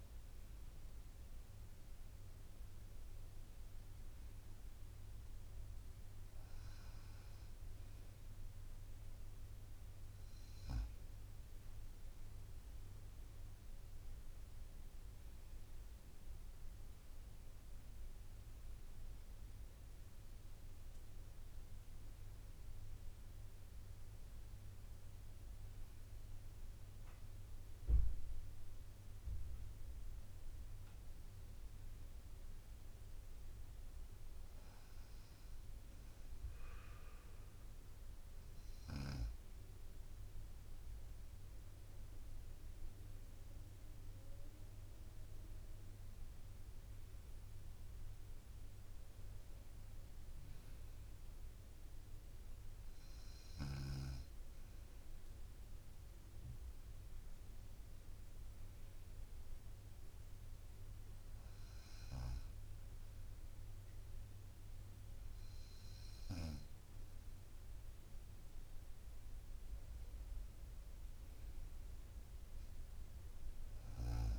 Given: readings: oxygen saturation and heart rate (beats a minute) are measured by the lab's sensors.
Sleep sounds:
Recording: breathing in sleep, hard to hear, by a room microphone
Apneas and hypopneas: none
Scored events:
none scored
From the record:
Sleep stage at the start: N1 (lightest sleep)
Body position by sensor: on the right side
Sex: female

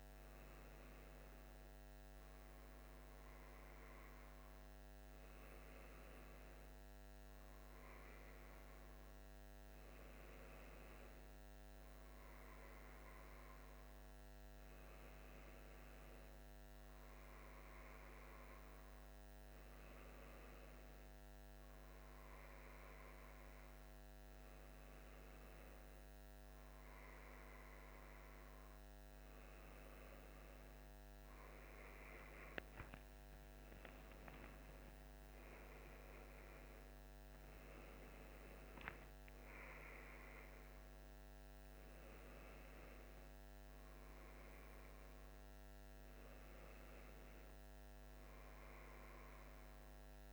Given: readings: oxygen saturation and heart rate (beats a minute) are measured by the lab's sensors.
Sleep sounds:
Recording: breathing in sleep, hard to hear, by a microphone on the trachea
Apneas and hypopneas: none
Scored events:
34.50-38.00 s: arousal
From the record:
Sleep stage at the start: N1 (lightest sleep)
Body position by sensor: on the left side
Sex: male

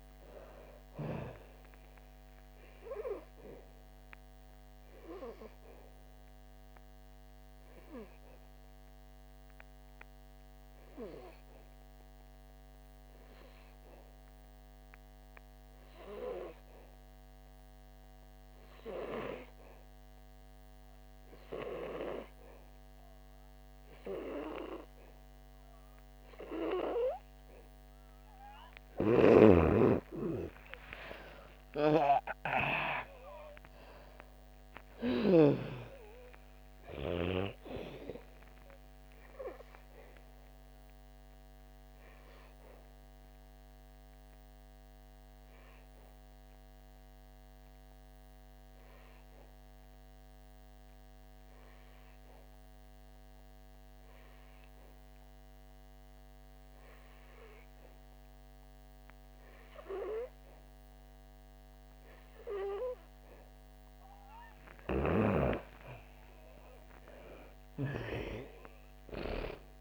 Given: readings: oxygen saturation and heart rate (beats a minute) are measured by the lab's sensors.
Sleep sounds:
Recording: breathing in sleep by a microphone on the trachea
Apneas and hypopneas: 2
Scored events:
3.00-29.00 s: mixed apnea (oxygen 99% before, 88% lowest, heart rate 64 before, 48 extreme, up 3 after)
6.00-25.00 s: oxygen desaturation (device-marked, oxygen 98% before, 90% lowest, heart rate 66 before, 48 extreme)
29.50-36.00 s: snoring (device-marked)
30.50-36.00 s: arousal
31.00-63.00 s: oxygen desaturation (device-marked, oxygen 97% before, 88% lowest, heart rate 59 before, 52 extreme)
39.50-64.00 s: obstructive apnea (oxygen 97% before, 88% lowest, heart rate 58 before, 55 extreme, up 10 after)
66.00-69.81 s: arousal
68.00-69.81 s: oxygen desaturation (device-marked, oxygen 98% before, 89% lowest, heart rate 58 before, 56 extreme)
From the record:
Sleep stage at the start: N2 (light sleep)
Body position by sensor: on the back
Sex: female

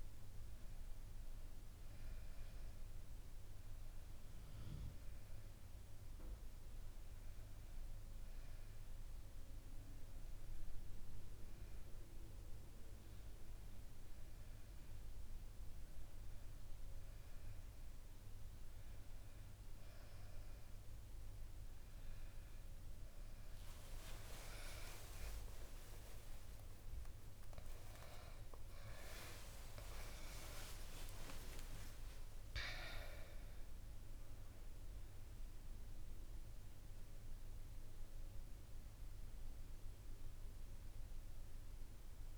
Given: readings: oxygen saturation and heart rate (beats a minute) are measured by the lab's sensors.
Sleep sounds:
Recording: breathing in sleep by a room microphone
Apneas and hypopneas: none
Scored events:
26.00-31.50 s: arousal
From the record:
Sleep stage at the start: N1 (lightest sleep)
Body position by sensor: on the back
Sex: female

